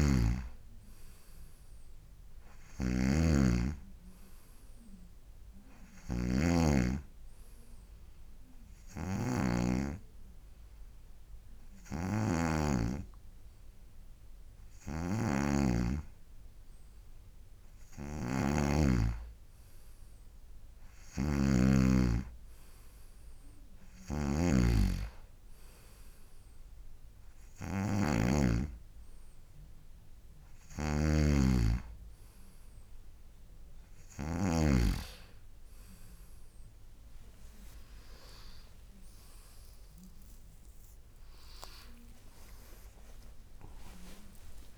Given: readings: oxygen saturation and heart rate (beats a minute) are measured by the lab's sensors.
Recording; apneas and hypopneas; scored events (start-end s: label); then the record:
breathing in sleep by a room microphone; 1
0.00-10.00 s: snoring (device-marked)
7.50-18.00 s: obstructive apnea (oxygen 95% before, 92% lowest, heart rate 74 before, 73 extreme, up 3 after)
12.00-35.00 s: snoring (device-marked)
20.00-22.50 s: arousal
38.00-43.50 s: arousal
From the record:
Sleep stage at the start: N2 (light sleep); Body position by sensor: on the right side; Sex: male